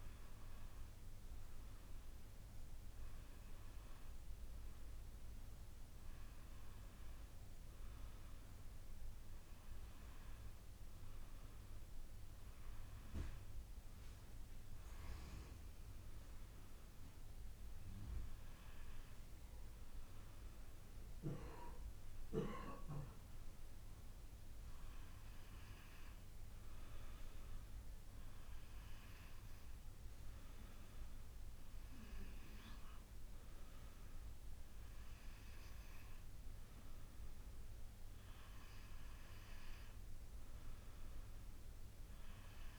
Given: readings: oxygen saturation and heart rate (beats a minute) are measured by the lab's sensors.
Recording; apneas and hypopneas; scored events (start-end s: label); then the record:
breathing in sleep, hard to hear, by a room microphone; none
none scored
From the record:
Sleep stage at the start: N2 (light sleep); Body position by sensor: on the back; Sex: female